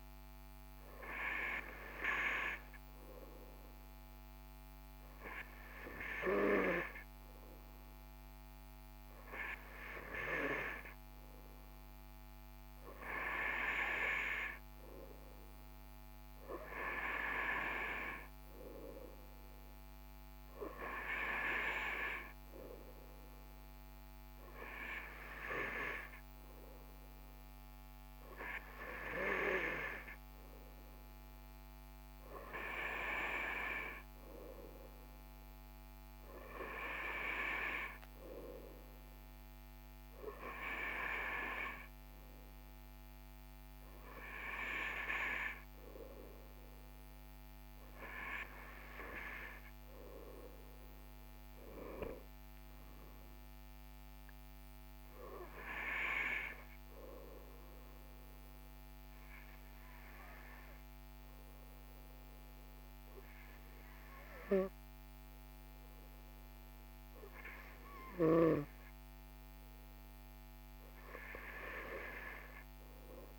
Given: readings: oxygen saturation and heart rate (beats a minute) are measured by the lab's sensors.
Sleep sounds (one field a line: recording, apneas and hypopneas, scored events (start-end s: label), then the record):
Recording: breathing in sleep by a microphone on the trachea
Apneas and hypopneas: none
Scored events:
none scored
From the record:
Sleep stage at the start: N2 (light sleep)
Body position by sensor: on the right side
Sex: male